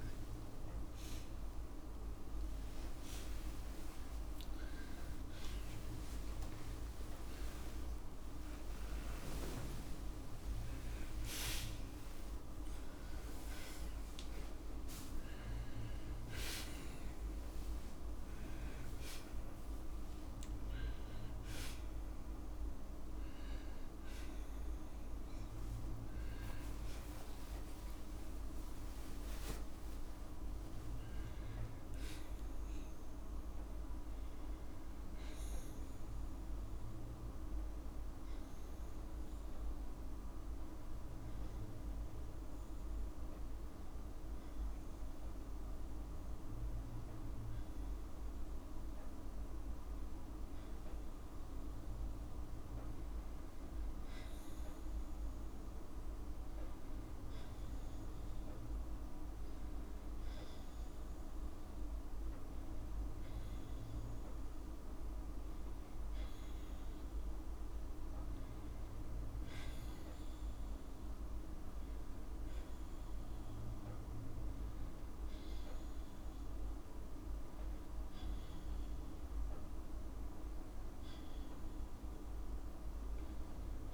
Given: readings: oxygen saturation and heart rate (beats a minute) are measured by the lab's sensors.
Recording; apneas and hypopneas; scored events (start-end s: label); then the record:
a person partly awake in a sleep study, hard to hear, by a room microphone; 1
5.00-7.00 s: long interval between heartbeats (device-marked)
19.00-24.00 s: oxygen desaturation (device-marked, oxygen 95% before, 91% lowest, heart rate 52 before, 52 extreme)
34.00-83.94 s: new sleep stage, N2 (light sleep)
37.00-50.50 s: hypopnea (oxygen 97% before, 96% lowest, heart rate 74 before, 52 extreme, up 3 after)
53.00-56.50 s: arousal
79.00-82.00 s: arousal
From the record:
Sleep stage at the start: awake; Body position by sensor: on the back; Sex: female